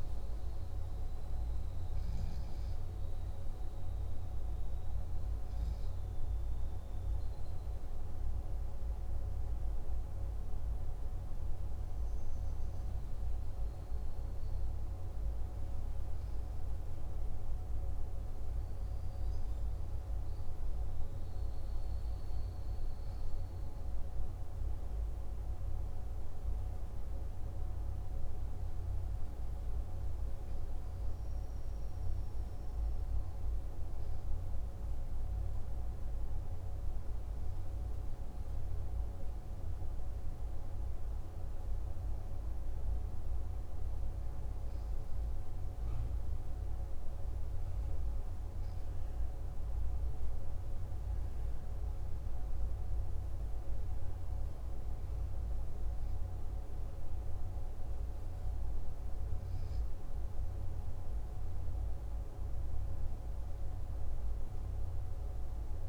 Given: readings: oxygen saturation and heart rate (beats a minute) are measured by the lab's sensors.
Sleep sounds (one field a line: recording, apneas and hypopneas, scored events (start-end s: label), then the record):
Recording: breathing in sleep, hard to hear, by a room microphone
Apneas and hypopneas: none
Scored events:
none scored
From the record:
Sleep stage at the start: N3 (deep sleep)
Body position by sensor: on the left side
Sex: male